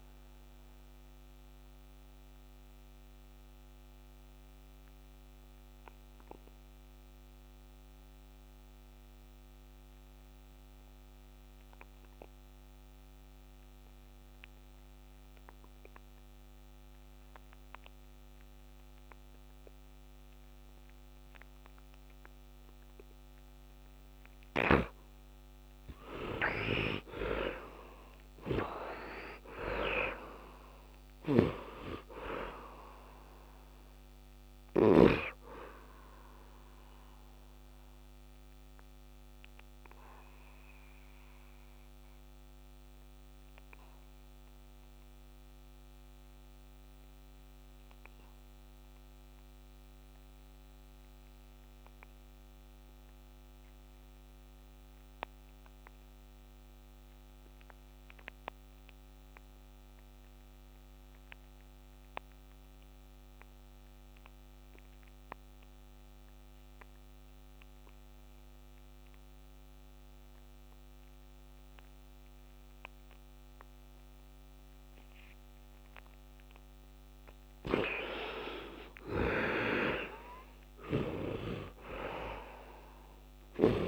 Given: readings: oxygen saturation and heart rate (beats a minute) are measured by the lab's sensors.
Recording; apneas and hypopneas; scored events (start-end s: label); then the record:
breathing in sleep by a microphone on the trachea; 2
0.00-16.50 s: oxygen desaturation (device-marked, heart rate 63 extreme)
1.50-24.00 s: mixed apnea (heart rate 80 before, 64 extreme, up 11 after)
25.00-30.00 s: arousal
40.00-76.00 s: obstructive apnea (oxygen 98% before, 41% lowest, heart rate 82 before, 61 extreme, up 19 after)
51.50-83.88 s: oxygen desaturation (device-marked, oxygen 99% before, 41% lowest, heart rate 74 before, 61 extreme)
78.00-82.00 s: arousal
From the record:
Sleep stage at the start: N2 (light sleep); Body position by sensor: on the right side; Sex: male